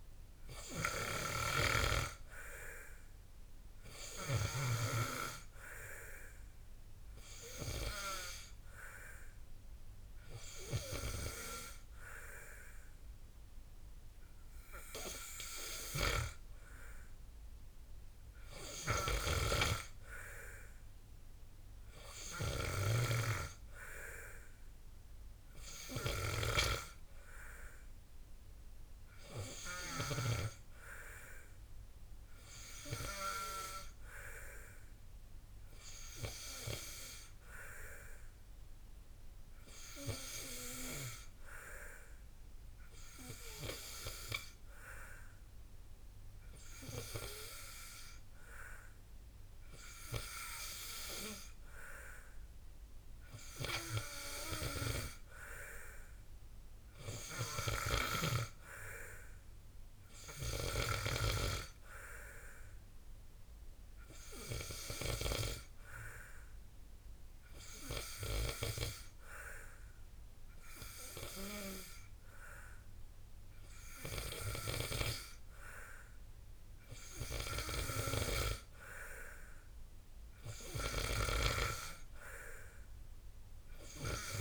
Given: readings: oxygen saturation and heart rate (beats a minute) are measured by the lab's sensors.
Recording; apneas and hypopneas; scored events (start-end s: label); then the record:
breathing in sleep by a room microphone; 1
0.50-12.00 s: hypopnea (oxygen 93% before, 90% lowest, heart rate 58 before, 53 extreme, up 4 after)
6.00-22.00 s: oxygen desaturation (device-marked, oxygen 93% before, 90% lowest, heart rate 59 before, 53 extreme)
14.00-17.00 s: arousal
From the record:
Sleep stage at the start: N2 (light sleep); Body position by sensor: on the back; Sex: male